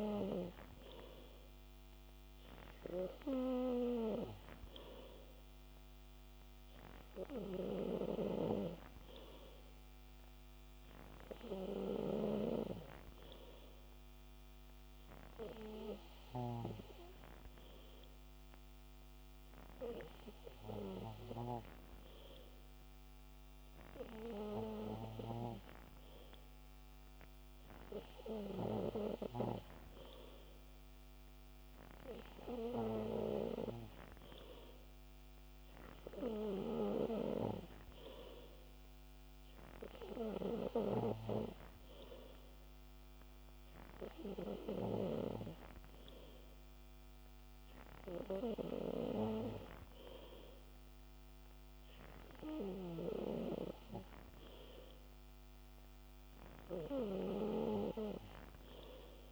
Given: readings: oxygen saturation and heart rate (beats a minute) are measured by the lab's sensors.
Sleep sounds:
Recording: breathing in sleep by a microphone on the trachea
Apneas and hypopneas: none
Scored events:
none scored
From the record:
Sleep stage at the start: N3 (deep sleep)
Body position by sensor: on the back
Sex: male

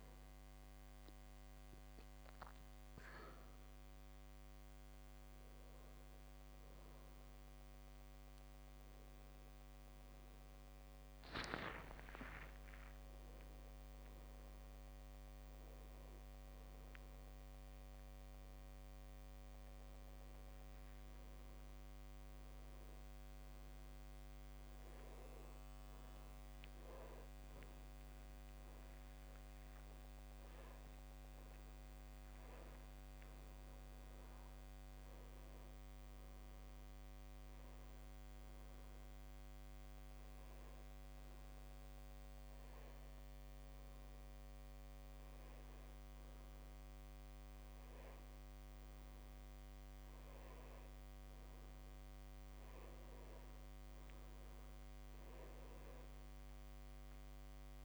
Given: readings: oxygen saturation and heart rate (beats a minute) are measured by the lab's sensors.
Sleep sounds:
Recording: a person partly awake in a sleep study, hard to hear, by a microphone on the trachea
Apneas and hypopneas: 1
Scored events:
17.50-47.50 s: new sleep stage, N1 (lightest sleep)
30.50-32.50 s: long interval between heartbeats (device-marked)
38.50-51.00 s: hypopnea (oxygen 99% before, 95% lowest)
44.00-46.00 s: long interval between heartbeats (device-marked)
44.50-48.50 s: drop in pulse transit time (device-marked)
47.50-57.85 s: new sleep stage, N2 (light sleep)
48.50-50.50 s: long interval between heartbeats (device-marked)
From the record:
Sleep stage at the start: awake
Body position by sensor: on the back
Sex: male

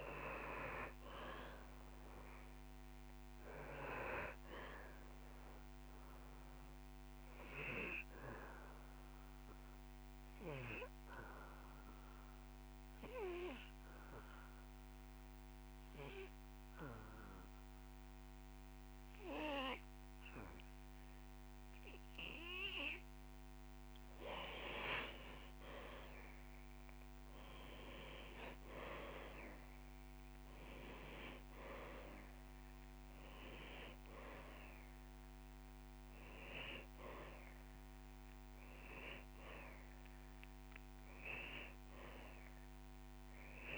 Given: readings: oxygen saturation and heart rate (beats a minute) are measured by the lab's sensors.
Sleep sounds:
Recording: breathing in sleep by a microphone on the trachea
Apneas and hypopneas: 1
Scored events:
0.00-1.00 s: long interval between heartbeats (device-marked)
4.50-22.50 s: oxygen desaturation (device-marked, oxygen 98% before, 92% lowest)
8.00-23.00 s: obstructive apnea (oxygen 98% before, 91% lowest)
19.00-21.00 s: long interval between heartbeats (device-marked)
25.00-28.50 s: arousal
From the record:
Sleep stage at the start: N2 (light sleep)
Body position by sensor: on the back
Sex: male

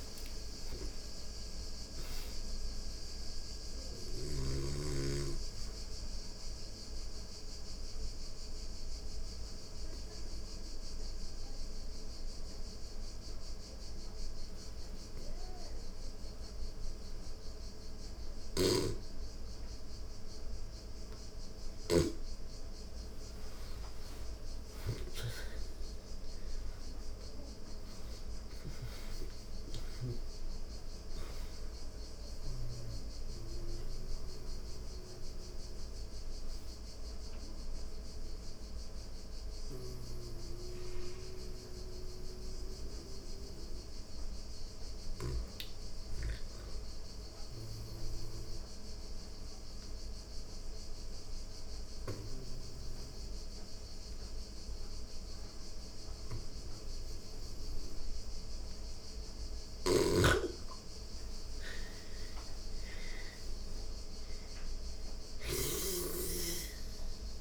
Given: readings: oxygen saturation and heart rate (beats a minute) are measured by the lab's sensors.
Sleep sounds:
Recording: breathing in sleep by a room microphone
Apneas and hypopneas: 3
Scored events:
0.00-1.50 s: arousal
0.00-4.00 s: snoring (device-marked)
5.50-21.00 s: obstructive apnea (oxygen 98% before, 85% lowest)
6.00-16.00 s: oxygen desaturation (device-marked, oxygen 97% before, 89% lowest)
17.50-29.50 s: snoring (device-marked)
23.00-27.50 s: arousal
25.00-44.00 s: oxygen desaturation (device-marked, oxygen 99% before, 86% lowest)
31.50-42.50 s: mixed apnea (oxygen 99% before, 85% lowest)
44.00-46.50 s: arousal
47.50-58.50 s: obstructive apnea (oxygen 99% before, 85% lowest)
54.00-67.41 s: oxygen desaturation (device-marked, oxygen 99% before, 85% lowest)
59.00-67.41 s: snoring (device-marked)
60.50-64.50 s: arousal
From the record:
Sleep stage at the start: N2 (light sleep)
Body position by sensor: on the back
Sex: female

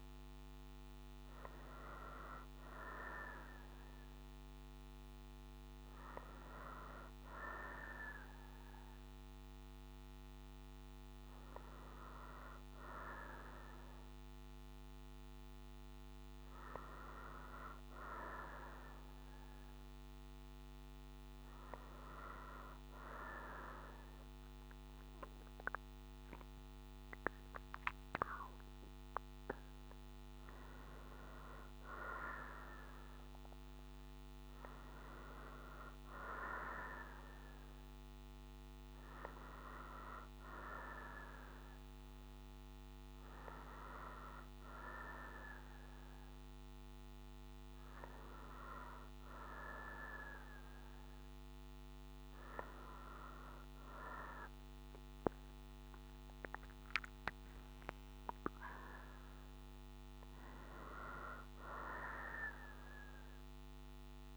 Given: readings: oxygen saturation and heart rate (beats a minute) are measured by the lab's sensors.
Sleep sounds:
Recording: breathing in sleep by a microphone on the trachea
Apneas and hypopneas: none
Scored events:
none scored
From the record:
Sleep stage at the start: N2 (light sleep)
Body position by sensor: on the right side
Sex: female

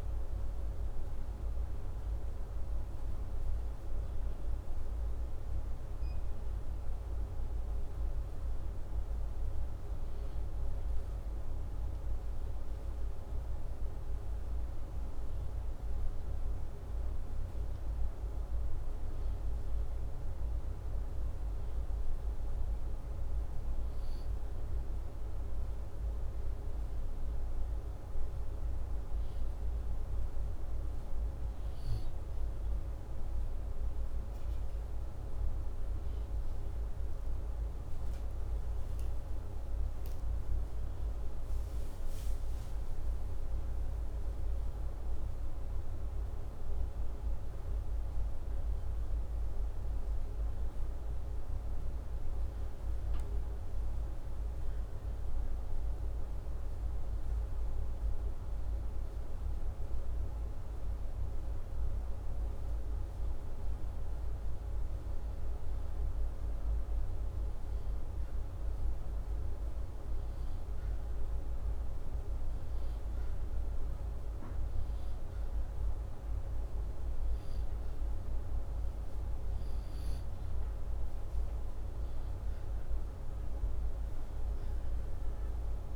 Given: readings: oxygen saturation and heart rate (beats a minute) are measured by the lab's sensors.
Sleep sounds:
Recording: breathing in sleep, hard to hear, by a room microphone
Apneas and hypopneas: none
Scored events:
43.00-48.00 s: arousal
From the record:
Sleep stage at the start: N2 (light sleep)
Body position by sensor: upright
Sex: male

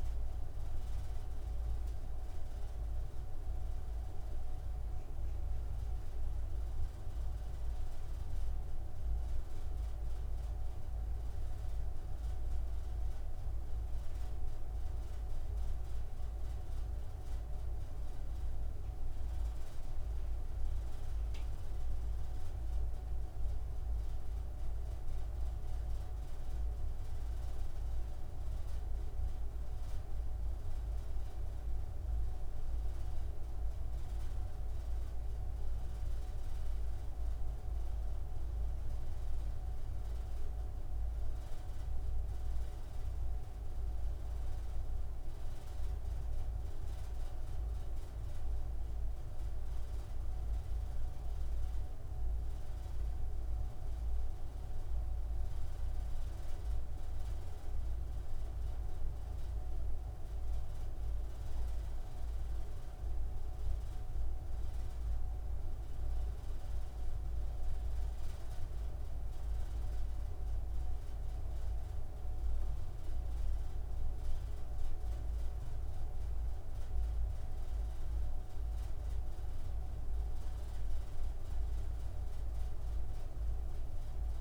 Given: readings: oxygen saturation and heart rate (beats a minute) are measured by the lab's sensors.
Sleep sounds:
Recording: breathing in sleep, hard to hear, by a room microphone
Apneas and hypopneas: none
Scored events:
none scored
From the record:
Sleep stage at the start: N3 (deep sleep)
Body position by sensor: on the front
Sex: male

